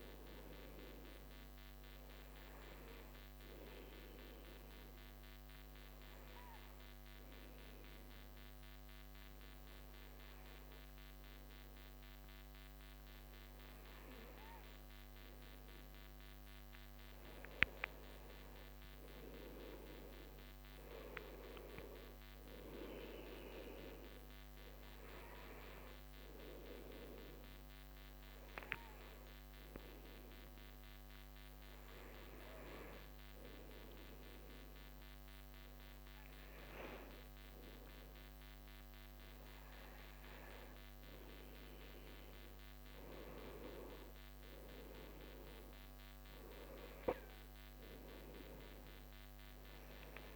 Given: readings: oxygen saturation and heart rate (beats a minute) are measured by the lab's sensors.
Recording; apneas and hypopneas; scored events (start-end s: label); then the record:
breathing in sleep by a microphone on the trachea; 2
4.00-16.00 s: obstructive apnea (oxygen 94% before, 91% lowest)
18.00-21.00 s: arousal
27.00-38.00 s: hypopnea (oxygen 94% before, 91% lowest)
41.50-46.00 s: arousal
From the record:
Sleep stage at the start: N2 (light sleep); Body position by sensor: on the right side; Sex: male